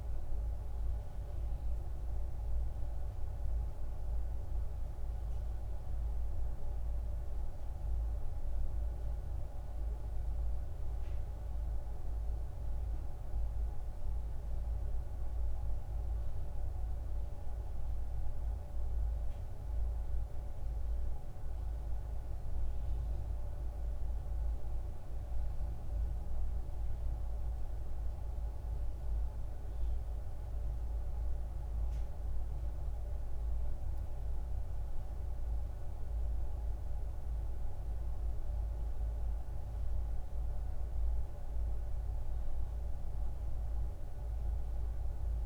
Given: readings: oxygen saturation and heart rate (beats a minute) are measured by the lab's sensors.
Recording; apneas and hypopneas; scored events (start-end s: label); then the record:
a person awake in a sleep study, hard to hear, by a room microphone; none
none scored
From the record:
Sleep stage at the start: awake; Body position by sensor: on the back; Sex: male